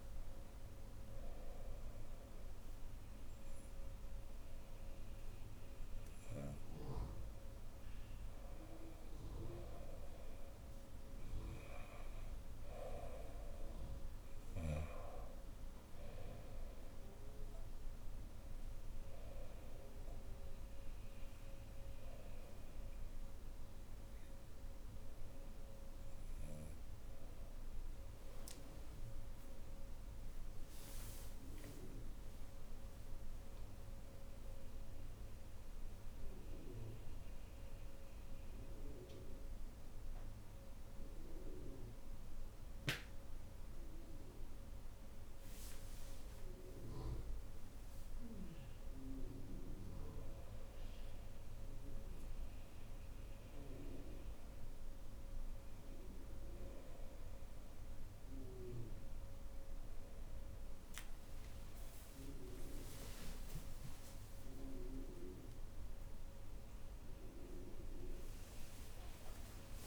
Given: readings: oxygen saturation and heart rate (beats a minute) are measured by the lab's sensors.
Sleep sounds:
breathing in sleep by a room microphone; none
28.50-32.50 s: arousal
60.50-66.00 s: arousal
From the record:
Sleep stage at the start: N1 (lightest sleep); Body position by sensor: on the right side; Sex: female

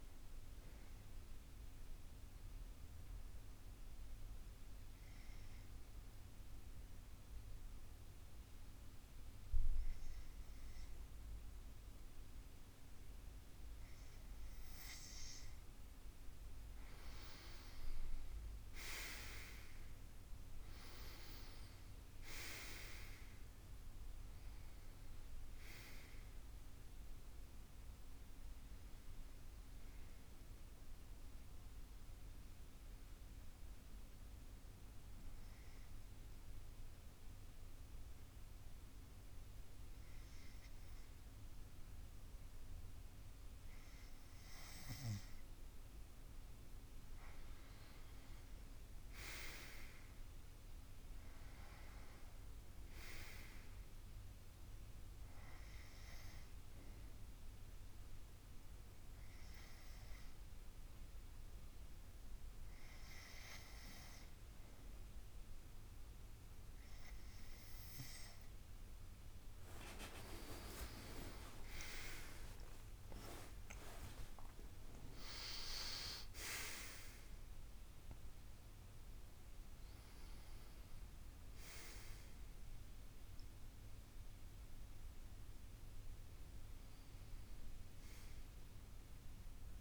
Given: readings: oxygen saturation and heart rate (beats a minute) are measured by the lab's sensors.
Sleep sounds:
breathing in sleep by a room microphone; 3
1.50-14.50 s: obstructive apnea (oxygen 96% before, 93% lowest, heart rate 75 before, 72 extreme, up 6 after)
17.50-21.50 s: arousal
22.00-28.00 s: oxygen desaturation (device-marked, oxygen 96% before, 93% lowest, heart rate 74 before, 72 extreme)
31.00-44.50 s: hypopnea (oxygen 96% before, 93% lowest, heart rate 75 before, 72 extreme, up 8 after)
47.00-51.50 s: arousal
56.50-69.00 s: hypopnea (oxygen 97% before, 94% lowest, heart rate 76 before, 74 extreme, up 15 after)
79.00-89.81 s: new sleep stage, awake
From the record:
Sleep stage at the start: N2 (light sleep); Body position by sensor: on the back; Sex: male

